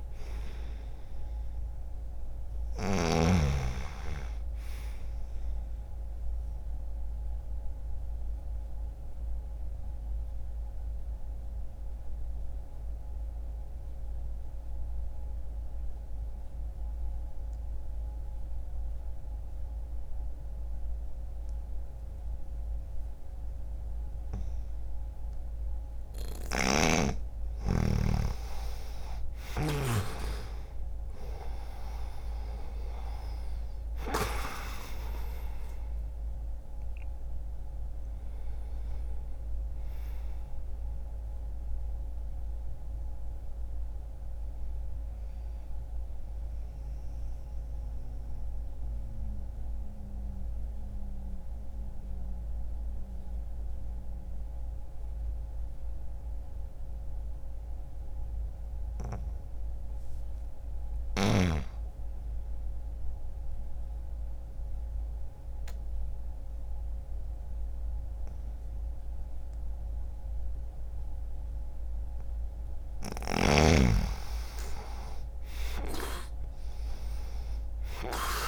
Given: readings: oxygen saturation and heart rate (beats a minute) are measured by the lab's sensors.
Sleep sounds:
breathing in sleep by a room microphone; 2
0.00-1.50 s: arousal
0.00-3.00 s: oxygen desaturation (device-marked, oxygen 88% lowest, heart rate 60 extreme)
6.00-25.00 s: obstructive apnea (oxygen 98% before, 89% lowest, heart rate 62 before, 60 extreme, up 2 after)
21.00-27.00 s: oxygen desaturation (device-marked, oxygen 97% before, 93% lowest, heart rate 60 before, 60 extreme)
25.50-29.00 s: snoring (device-marked)
28.00-33.50 s: arousal
32.00-44.00 s: oxygen desaturation (device-marked, oxygen 95% before, 91% lowest, heart rate 60 before, 60 extreme)
46.50-71.50 s: mixed apnea (oxygen 96% before, 88% lowest, heart rate 64 before, 60 extreme, up 2 after)
55.00-64.00 s: oxygen desaturation (device-marked, oxygen 93% before, 89% lowest, heart rate 63 before, 60 extreme)
75.00-78.48 s: arousal
From the record:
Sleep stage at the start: N2 (light sleep); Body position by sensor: on the back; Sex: male

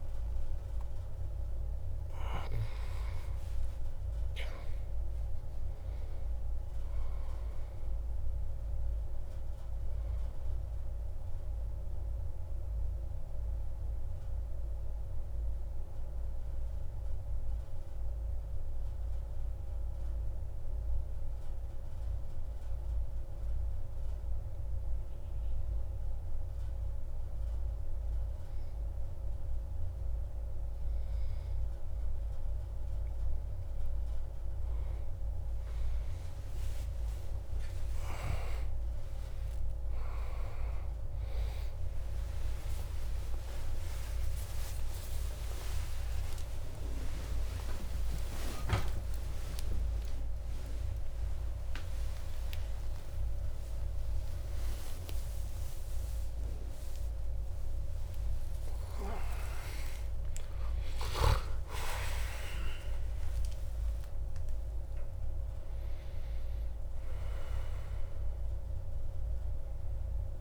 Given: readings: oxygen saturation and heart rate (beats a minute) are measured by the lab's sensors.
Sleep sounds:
a person partly awake in a sleep study, by a room microphone; 1
0.00-3.00 s: arousal
16.00-31.00 s: obstructive apnea (oxygen 96% before, 93% lowest)
42.50-70.41 s: new sleep stage, awake
From the record:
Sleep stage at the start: N2 (light sleep); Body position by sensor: on the back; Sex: male

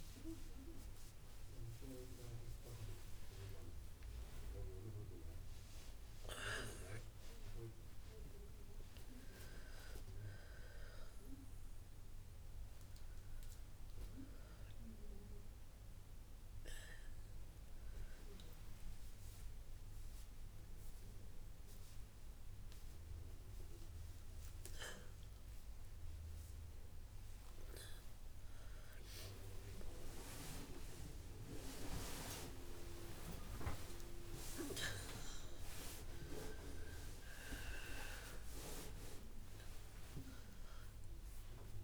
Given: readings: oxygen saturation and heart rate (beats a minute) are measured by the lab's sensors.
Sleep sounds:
a person awake in a sleep study, by a room microphone; none
37.50-41.84 s: oxygen desaturation (device-marked, oxygen 96% before, 92% lowest, heart rate 146 before, 61 extreme)
From the record:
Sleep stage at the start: awake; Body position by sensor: on the back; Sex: female

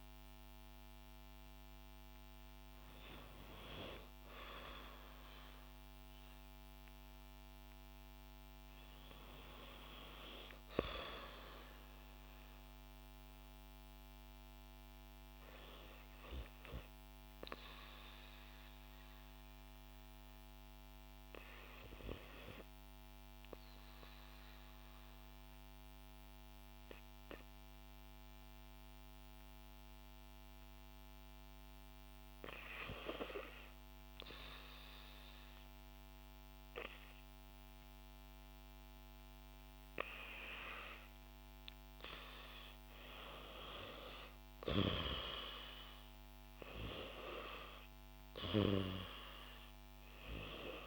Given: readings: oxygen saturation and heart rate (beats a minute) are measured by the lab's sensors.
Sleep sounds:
breathing in sleep by a microphone on the trachea; 1
0.00-13.50 s: oxygen desaturation (device-marked, oxygen 82% lowest, heart rate 60 extreme)
17.50-32.00 s: obstructive apnea (oxygen 98% before, 89% lowest, heart rate 76 before, 60 extreme, up 3 after)
34.50-50.87 s: oxygen desaturation (device-marked, oxygen 97% before, 90% lowest, heart rate 62 before, 63 extreme)
35.50-39.00 s: arousal
From the record:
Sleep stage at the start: REM sleep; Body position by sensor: on the back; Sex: female

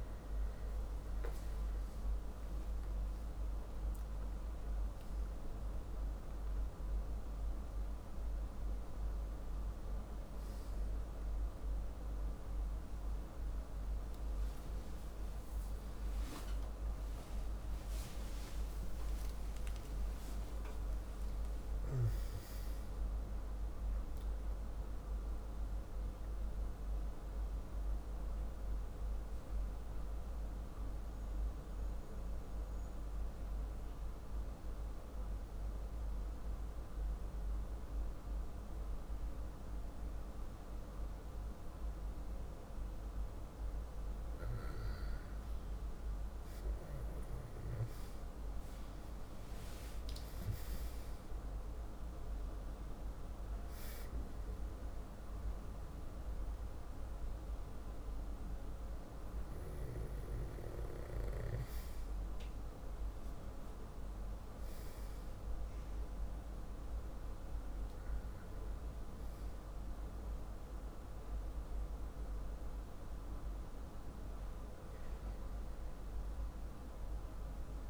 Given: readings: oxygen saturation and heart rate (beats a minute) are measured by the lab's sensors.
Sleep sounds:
breathing in sleep, hard to hear, by a room microphone; 1
10.50-40.50 s: new sleep stage, N1 (lightest sleep)
14.00-21.50 s: arousal
27.50-39.00 s: central apnea (oxygen 97% before, 95% lowest, heart rate 72 before, 46 extreme, up 0 after)
40.50-77.90 s: new sleep stage, N2 (light sleep)
48.50-52.50 s: arousal
53.50-70.50 s: oxygen desaturation (device-marked, oxygen 98% before, 95% lowest, heart rate 48 before, 45 extreme)
75.00-77.90 s: arousal
From the record:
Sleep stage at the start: N2 (light sleep); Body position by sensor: on the back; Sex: male

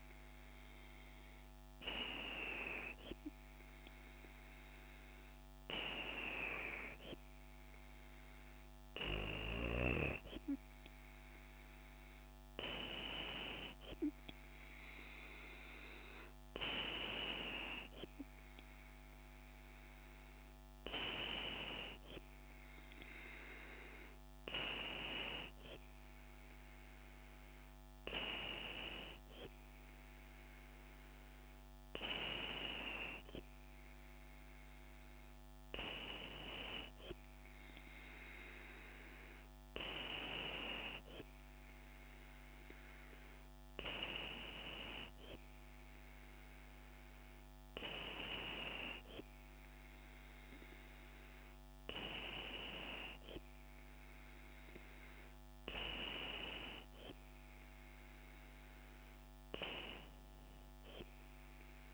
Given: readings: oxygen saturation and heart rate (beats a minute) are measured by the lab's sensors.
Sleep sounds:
breathing in sleep by a microphone on the trachea; none
none scored
From the record:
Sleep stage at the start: N2 (light sleep); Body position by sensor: on the back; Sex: female

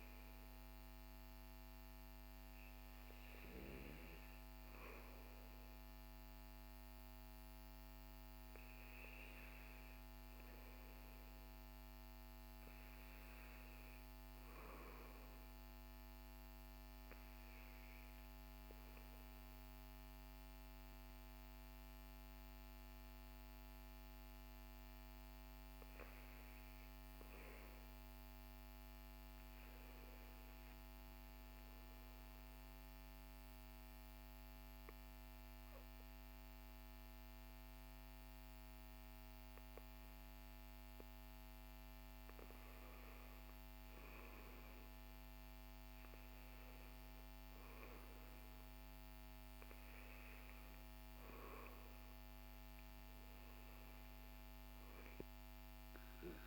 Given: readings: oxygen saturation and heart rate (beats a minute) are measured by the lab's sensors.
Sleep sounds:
breathing in sleep, hard to hear, by a microphone on the trachea; 1
0.00-6.50 s: oxygen desaturation (device-marked, oxygen 94% lowest, heart rate 51 extreme)
32.00-42.50 s: obstructive apnea (oxygen 97% before, 95% lowest, heart rate 58 before, 50 extreme, up 11 after)
45.00-48.50 s: arousal
From the record:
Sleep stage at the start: REM sleep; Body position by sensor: on the back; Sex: male

